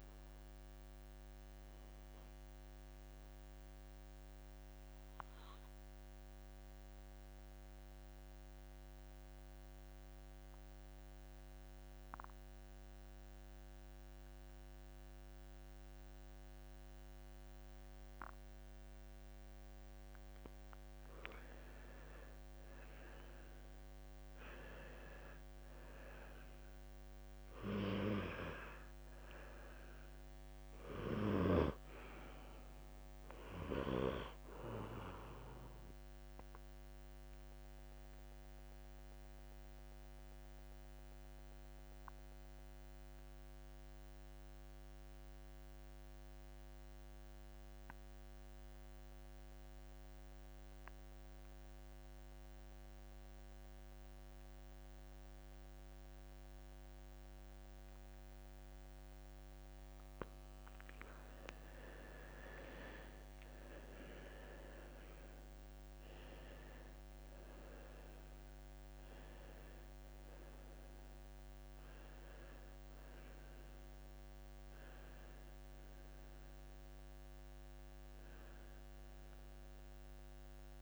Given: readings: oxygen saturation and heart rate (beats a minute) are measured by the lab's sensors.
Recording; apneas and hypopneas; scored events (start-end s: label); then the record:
breathing in sleep by a microphone on the trachea; 2
0.00-9.50 s: oxygen desaturation (device-marked, oxygen 88% lowest)
5.00-21.00 s: mixed apnea (oxygen 96% before, 88% lowest, heart rate 35 before, 53 extreme, up 13 after)
18.00-20.00 s: long interval between heartbeats (device-marked, heart rate 51 before, 65 extreme)
23.50-28.00 s: arousal
25.50-54.50 s: oxygen desaturation (device-marked, oxygen 97% before, 88% lowest, heart rate 58 before, 53 extreme)
37.00-61.00 s: mixed apnea (oxygen 97% before, 88% lowest, heart rate 60 before, 53 extreme, up 8 after)
37.50-39.50 s: long interval between heartbeats (device-marked, heart rate 60 before, 64 extreme)
39.50-41.50 s: long interval between heartbeats (device-marked, heart rate 60 before, 78 extreme)
48.50-50.50 s: long interval between heartbeats (device-marked, heart rate 63 before, 60 extreme)
54.00-56.00 s: long interval between heartbeats (device-marked, heart rate 66 before, 73 extreme)
57.50-59.50 s: long interval between heartbeats (device-marked, heart rate 69 before, 71 extreme)
62.00-66.50 s: arousal
62.50-80.82 s: oxygen desaturation (device-marked, oxygen 95% before, 88% lowest, heart rate 68 before, 52 extreme)
From the record:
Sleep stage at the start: N2 (light sleep); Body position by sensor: on the back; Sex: male